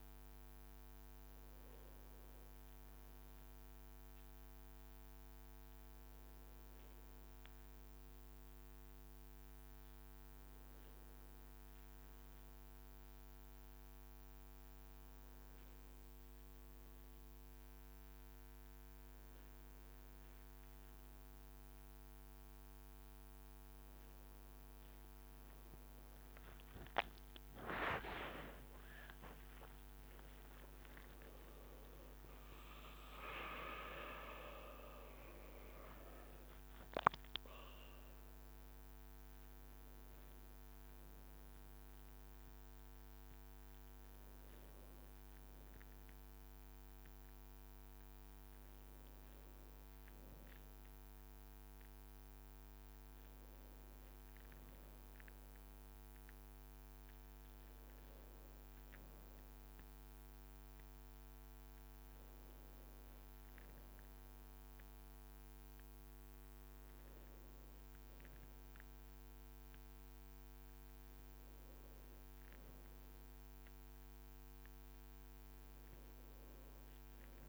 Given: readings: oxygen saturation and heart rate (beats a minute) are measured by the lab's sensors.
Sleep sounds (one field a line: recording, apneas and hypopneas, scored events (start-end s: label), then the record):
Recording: a person awake in a sleep study, by a microphone on the trachea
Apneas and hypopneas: none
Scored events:
25.50-33.50 s: leg movement (device-marked)
36.50-46.00 s: leg movement (device-marked)
55.00-77.49 s: new sleep stage, N1 (lightest sleep)
From the record:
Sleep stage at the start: awake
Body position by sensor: on the right side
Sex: male